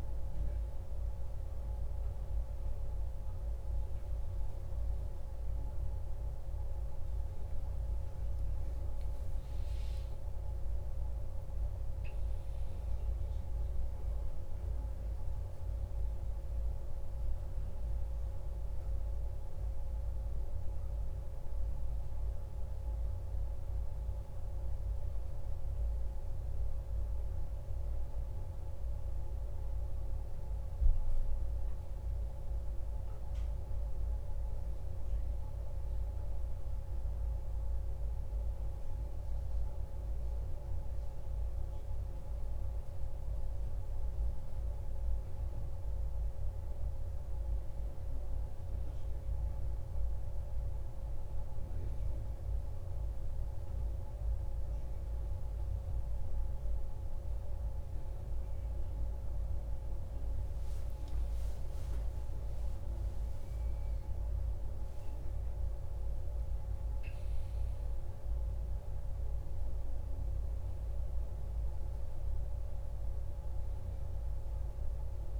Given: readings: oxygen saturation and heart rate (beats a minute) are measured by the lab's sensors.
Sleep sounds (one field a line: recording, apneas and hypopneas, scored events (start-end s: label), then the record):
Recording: a person awake in a sleep study, hard to hear, by a room microphone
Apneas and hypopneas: none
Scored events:
none scored
From the record:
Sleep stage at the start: awake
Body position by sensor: on the back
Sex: male